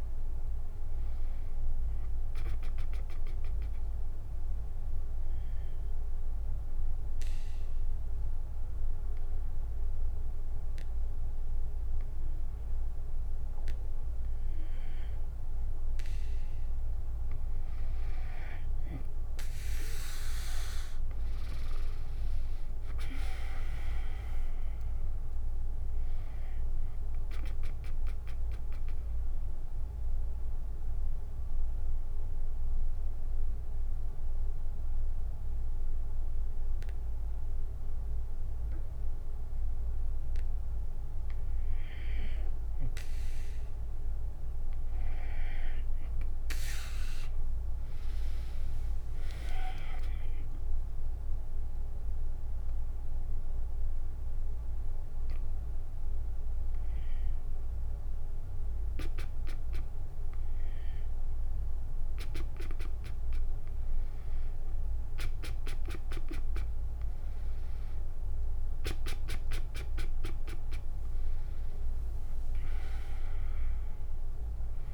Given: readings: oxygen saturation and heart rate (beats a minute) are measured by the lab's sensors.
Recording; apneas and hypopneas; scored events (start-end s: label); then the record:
breathing in sleep by a room microphone; 3
0.00-1.50 s: oxygen desaturation (device-marked, oxygen 91% lowest, heart rate 61 extreme)
3.50-16.50 s: mixed apnea (oxygen 95% before, 90% lowest, heart rate 74 before, 55 extreme, up 23 after)
21.00-25.00 s: arousal
21.50-32.50 s: drop in pulse transit time (device-marked, heart rate 69 before, 64 extreme)
23.50-40.50 s: oxygen desaturation (device-marked, oxygen 97% before, 90% lowest, heart rate 67 before, 55 extreme)
28.50-40.50 s: mixed apnea (oxygen 97% before, 90% lowest, heart rate 71 before, 55 extreme, up 13 after)
43.00-46.00 s: arousal
46.50-57.50 s: drop in pulse transit time (device-marked, heart rate 65 before, 67 extreme)
48.50-63.50 s: oxygen desaturation (device-marked, oxygen 98% before, 92% lowest, heart rate 63 before, 58 extreme)
50.00-61.00 s: hypopnea (oxygen 98% before, 92% lowest, heart rate 63 before, 58 extreme, up 13 after)
65.00-69.50 s: arousal
From the record:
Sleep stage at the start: N2 (light sleep); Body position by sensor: on the back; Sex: female